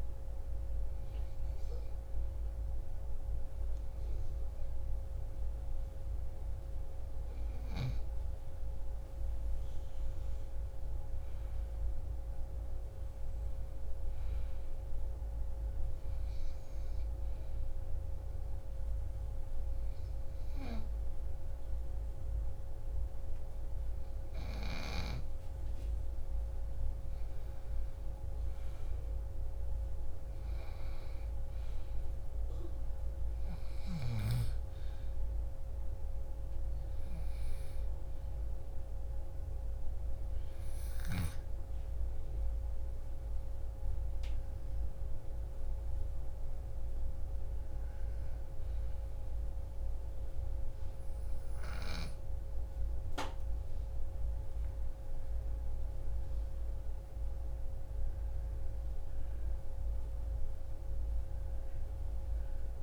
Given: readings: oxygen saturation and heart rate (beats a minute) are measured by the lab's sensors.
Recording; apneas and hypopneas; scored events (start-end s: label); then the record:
breathing in sleep, hard to hear, by a room microphone; 1
11.00-15.00 s: arousal
17.50-27.50 s: obstructive apnea (oxygen 97% before, 92% lowest)
23.50-33.50 s: oxygen desaturation (device-marked, oxygen 95% before, 92% lowest)
31.00-35.00 s: arousal
58.50-62.83 s: arousal
From the record:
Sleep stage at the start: N2 (light sleep); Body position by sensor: on the back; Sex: female